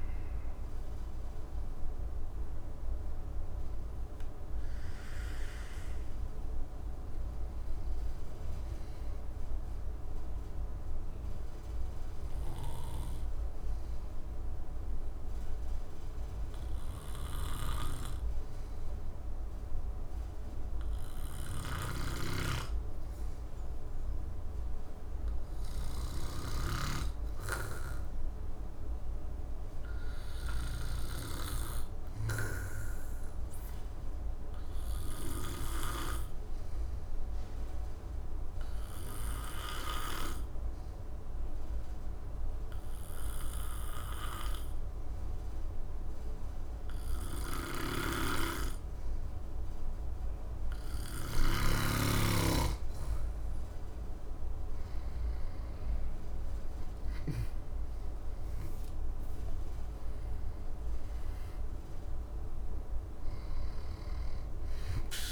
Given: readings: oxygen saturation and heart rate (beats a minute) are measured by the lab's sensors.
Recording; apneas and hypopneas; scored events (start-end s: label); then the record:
breathing in sleep by a room microphone; 1
0.00-15.50 s: oxygen desaturation (device-marked, oxygen 93% lowest, heart rate 58 extreme)
8.00-51.50 s: obstructive apnea (oxygen 99% before, 93% lowest, heart rate 70 before, 58 extreme, up 7 after)
17.00-26.50 s: snoring (device-marked)
47.50-57.00 s: snoring (device-marked)
51.50-65.32 s: oxygen desaturation (device-marked, oxygen 97% before, 93% lowest, heart rate 61 before, 58 extreme)
54.00-58.50 s: arousal
From the record:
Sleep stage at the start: N2 (light sleep); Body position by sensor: on the back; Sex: male